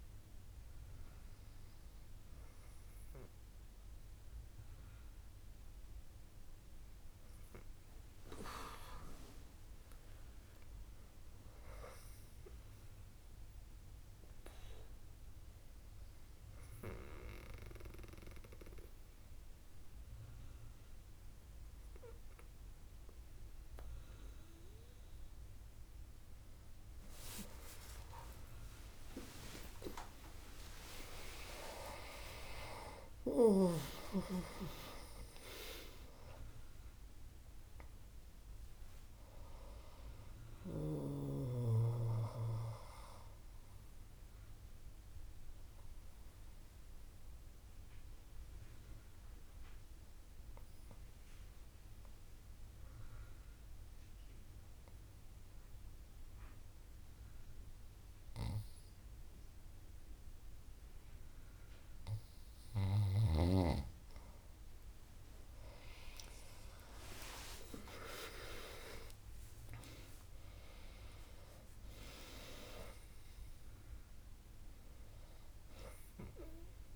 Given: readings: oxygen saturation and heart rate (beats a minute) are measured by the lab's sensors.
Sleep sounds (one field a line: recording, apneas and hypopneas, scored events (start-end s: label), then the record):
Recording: breathing in sleep by a room microphone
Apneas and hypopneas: 2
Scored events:
11.00-14.50 s: arousal
16.50-26.50 s: obstructive apnea (oxygen 97% before, 95% lowest, heart rate 67 before, 63 extreme)
28.50-35.00 s: arousal
44.00-62.50 s: obstructive apnea (oxygen 98% before, 94% lowest, heart rate 93 before, 63 extreme, up 25 after)
65.50-70.00 s: arousal
74.50-76.95 s: oxygen desaturation (device-marked, oxygen 99% before, 94% lowest, heart rate 77 before, 60 extreme)
From the record:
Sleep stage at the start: N2 (light sleep)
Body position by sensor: on the back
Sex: female